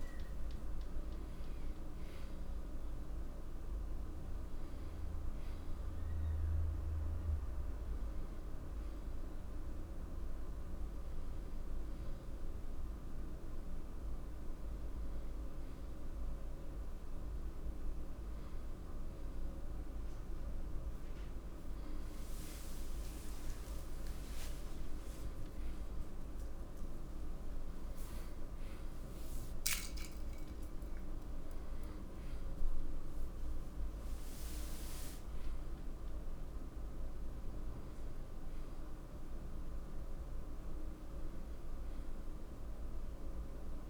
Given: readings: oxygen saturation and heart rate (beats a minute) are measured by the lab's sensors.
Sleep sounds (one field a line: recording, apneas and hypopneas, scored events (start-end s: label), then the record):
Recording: breathing in sleep, hard to hear, by a room microphone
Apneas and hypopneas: none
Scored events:
22.50-27.50 s: arousal
29.00-40.00 s: oxygen desaturation (device-marked, oxygen 94% before, 90% lowest)
From the record:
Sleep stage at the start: N1 (lightest sleep)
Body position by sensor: on the right side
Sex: male